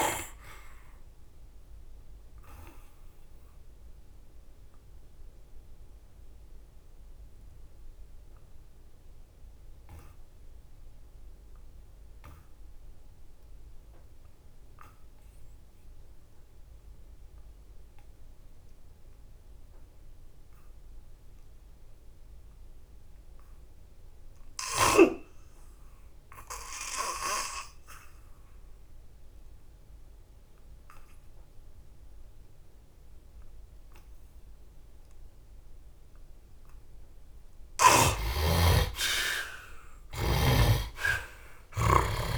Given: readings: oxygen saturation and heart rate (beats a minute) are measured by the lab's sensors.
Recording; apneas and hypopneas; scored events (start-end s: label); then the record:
breathing in sleep by a room microphone; 1
0.00-8.50 s: oxygen desaturation (device-marked, oxygen 50% lowest, heart rate 69 extreme)
1.50-35.50 s: obstructive apnea (oxygen 84% before, 50% lowest, heart rate 84 before, 67 extreme, up 18 after)
25.50-42.38 s: oxygen desaturation (device-marked, oxygen 91% before, 54% lowest, heart rate 73 before, 67 extreme)
37.50-41.00 s: arousal
From the record:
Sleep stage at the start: N2 (light sleep); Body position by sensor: on the back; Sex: male